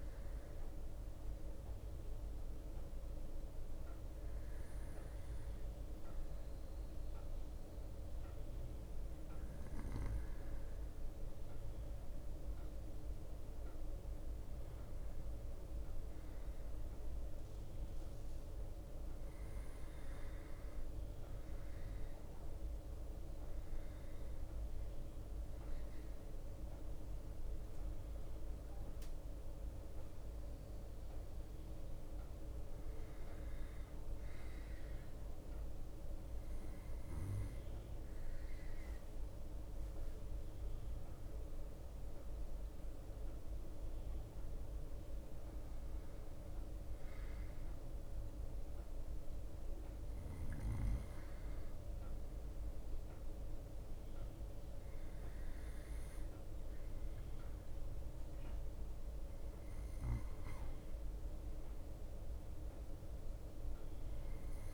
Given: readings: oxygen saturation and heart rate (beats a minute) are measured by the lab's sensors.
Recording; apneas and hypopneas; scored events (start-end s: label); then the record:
breathing in sleep, hard to hear, by a room microphone; none
0.00-12.00 s: bradycardia (device-marked, heart rate 58 extreme)
19.00-21.00 s: bradycardia (device-marked, heart rate 34 before, 59 extreme)
32.00-38.00 s: bradycardia (device-marked, heart rate 35 before, 59 extreme)
47.00-53.00 s: bradycardia (device-marked, heart rate 36 before, 59 extreme)
From the record:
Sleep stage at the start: N2 (light sleep); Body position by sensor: on the right side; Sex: male